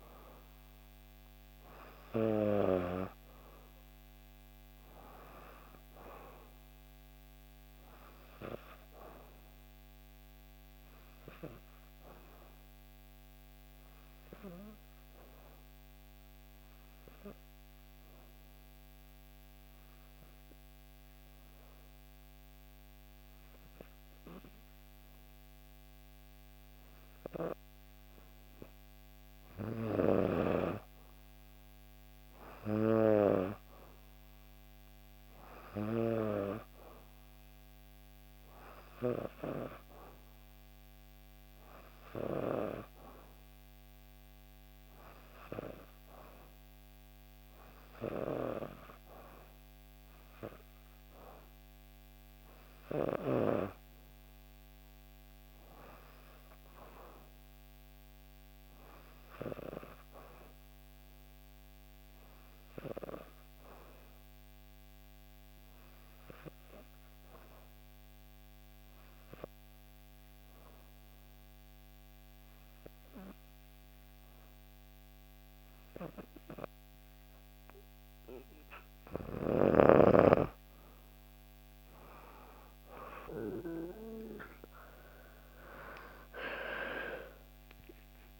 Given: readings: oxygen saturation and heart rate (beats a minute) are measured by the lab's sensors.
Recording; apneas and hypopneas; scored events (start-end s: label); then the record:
breathing in sleep by a microphone on the trachea; 2
0.00-2.50 s: arousal
0.00-18.00 s: oxygen desaturation (device-marked, oxygen 91% lowest, heart rate 59 extreme)
11.50-28.50 s: obstructive apnea (oxygen 95% before, 91% lowest, heart rate 62 before, 59 extreme, up 3 after)
30.50-34.00 s: arousal
34.00-52.00 s: oxygen desaturation (device-marked, oxygen 96% before, 91% lowest, heart rate 60 before, 59 extreme)
54.00-58.00 s: arousal
64.50-77.00 s: obstructive apnea (oxygen 95% before, 89% lowest, heart rate 61 before, 60 extreme, up 4 after)
81.50-86.50 s: arousal
84.00-88.40 s: oxygen desaturation (device-marked, oxygen 95% before, 89% lowest, heart rate 60 before, 59 extreme)
From the record:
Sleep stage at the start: N2 (light sleep); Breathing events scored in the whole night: 374 in 7.0 hours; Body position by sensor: on the back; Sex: female